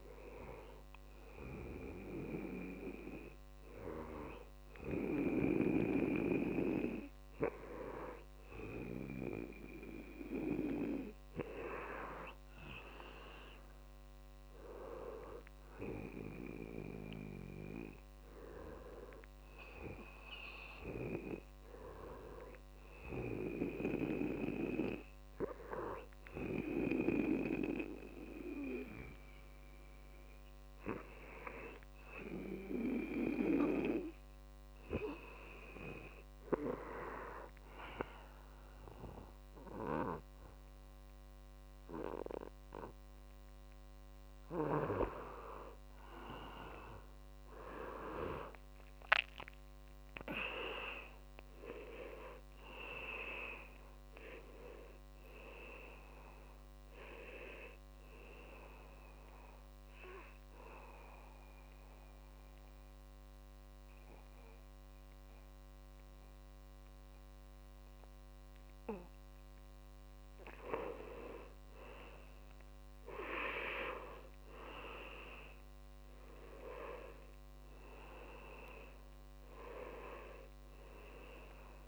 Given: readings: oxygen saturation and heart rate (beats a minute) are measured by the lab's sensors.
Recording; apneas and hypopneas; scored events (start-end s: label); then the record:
breathing in sleep by a microphone on the trachea; 2
30.00-34.00 s: arousal
37.00-47.50 s: hypopnea (oxygen 97% before, 93% lowest, heart rate 71 before, 64 extreme, up 11 after)
49.50-52.50 s: arousal
56.00-69.00 s: oxygen desaturation (device-marked, oxygen 96% before, 93% lowest, heart rate 71 before, 60 extreme)
61.00-71.00 s: central apnea (oxygen 97% before, 93% lowest, heart rate 74 before, 60 extreme)
74.00-78.00 s: arousal
80.00-81.88 s: oxygen desaturation (device-marked, oxygen 98% before, 94% lowest, heart rate 67 before, 67 extreme)
From the record:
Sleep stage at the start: N2 (light sleep); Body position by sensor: on the back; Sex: male